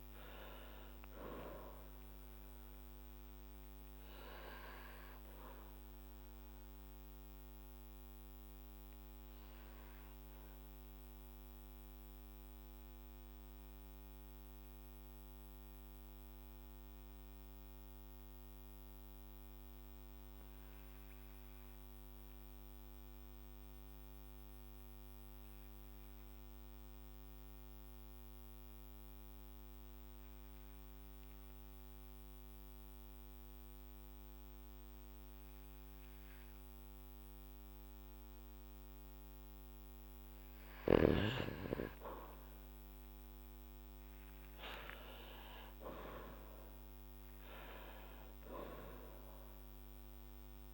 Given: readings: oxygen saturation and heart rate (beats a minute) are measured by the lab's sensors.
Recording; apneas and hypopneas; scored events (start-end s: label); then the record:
breathing in sleep by a microphone on the trachea; 1
0.00-1.00 s: arousal
3.00-39.50 s: obstructive apnea (oxygen 99% before, 95% lowest, heart rate 58 before, 49 extreme, up 7 after)
22.50-36.50 s: oxygen desaturation (device-marked, oxygen 99% before, 95% lowest, heart rate 54 before, 49 extreme)
44.50-49.50 s: arousal
From the record:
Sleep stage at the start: N2 (light sleep); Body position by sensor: on the back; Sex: male